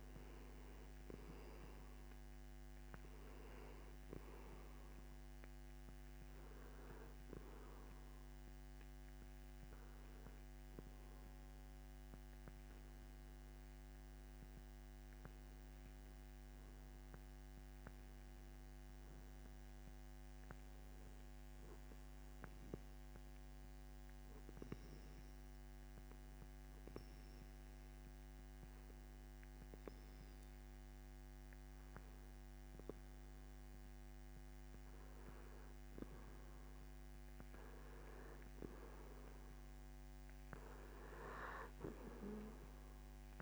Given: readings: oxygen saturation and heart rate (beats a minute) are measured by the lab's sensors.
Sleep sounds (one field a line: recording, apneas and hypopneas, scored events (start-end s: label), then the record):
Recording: breathing in sleep by a microphone on the trachea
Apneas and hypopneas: 1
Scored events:
14.50-18.00 s: arousal
25.00-37.50 s: hypopnea (oxygen 92% before, 91% lowest)
40.00-43.42 s: arousal
From the record:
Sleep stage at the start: N2 (light sleep)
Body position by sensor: on the back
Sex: male